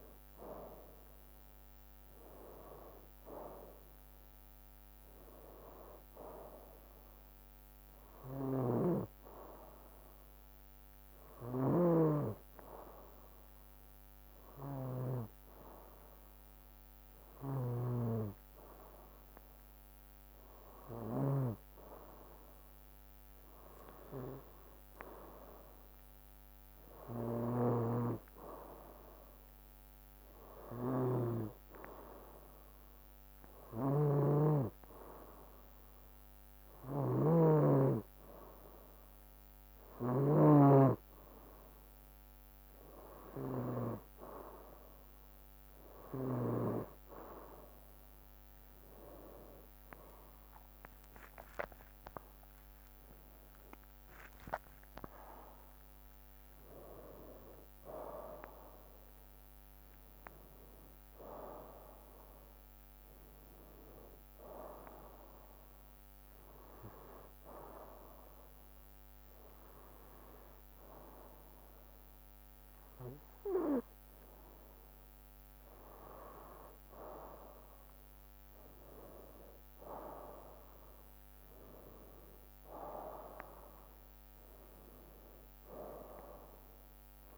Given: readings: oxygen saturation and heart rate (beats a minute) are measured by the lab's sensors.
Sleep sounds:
breathing in sleep by a microphone on the trachea; none
11.50-18.00 s: snoring (device-marked)
27.00-40.50 s: snoring (device-marked)
49.50-63.50 s: drop in pulse transit time (device-marked, heart rate 63 before, 64 extreme)
51.50-55.00 s: arousal
From the record:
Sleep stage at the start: N2 (light sleep); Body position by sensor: on the right side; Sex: male

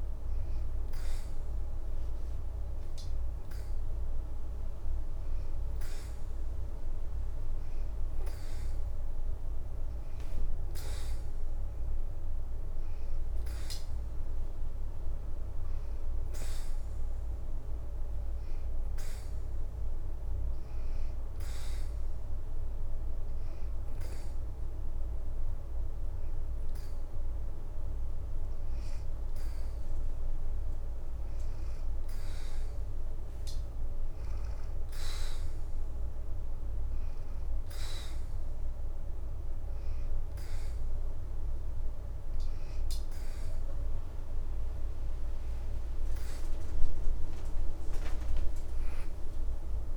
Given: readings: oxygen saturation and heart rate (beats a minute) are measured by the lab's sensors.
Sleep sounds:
breathing in sleep, hard to hear, by a room microphone; 1
0.00-10.00 s: oxygen desaturation (device-marked, oxygen 89% lowest, heart rate 83 extreme)
28.50-43.00 s: hypopnea (oxygen 90% before, 85% lowest, heart rate 84 before, 80 extreme, up 7 after)
38.00-49.97 s: oxygen desaturation (device-marked, oxygen 90% before, 85% lowest, heart rate 84 before, 80 extreme)
46.50-49.97 s: arousal
From the record:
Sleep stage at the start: N2 (light sleep); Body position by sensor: on the back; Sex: female

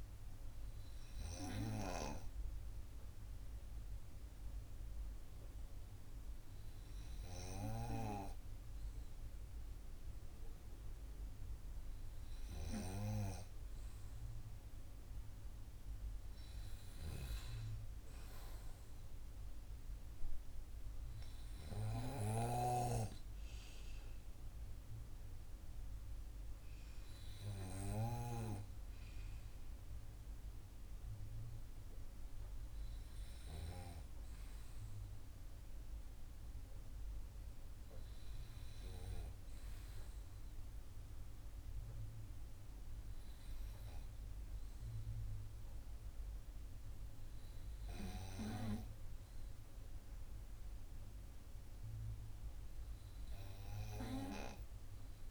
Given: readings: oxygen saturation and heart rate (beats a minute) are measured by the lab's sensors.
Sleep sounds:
breathing in sleep by a room microphone; none
50.50-54.00 s: arousal
From the record:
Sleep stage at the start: N2 (light sleep); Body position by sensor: on the right side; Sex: male

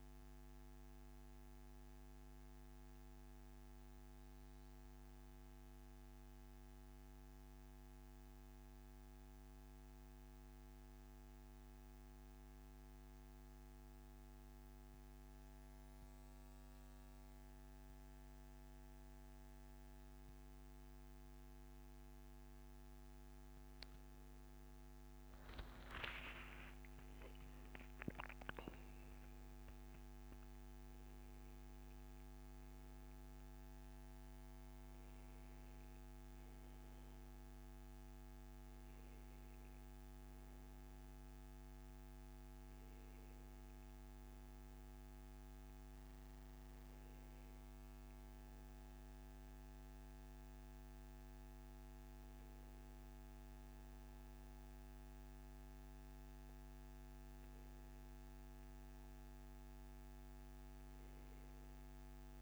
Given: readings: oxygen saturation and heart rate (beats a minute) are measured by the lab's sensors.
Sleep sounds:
breathing in sleep, hard to hear, by a microphone on the trachea; 1
3.00-19.00 s: hypopnea (oxygen 97% before, 95% lowest, heart rate 142 before, 141 extreme, up 1 after)
22.50-27.50 s: arousal
From the record:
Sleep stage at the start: N1 (lightest sleep); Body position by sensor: on the back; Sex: male

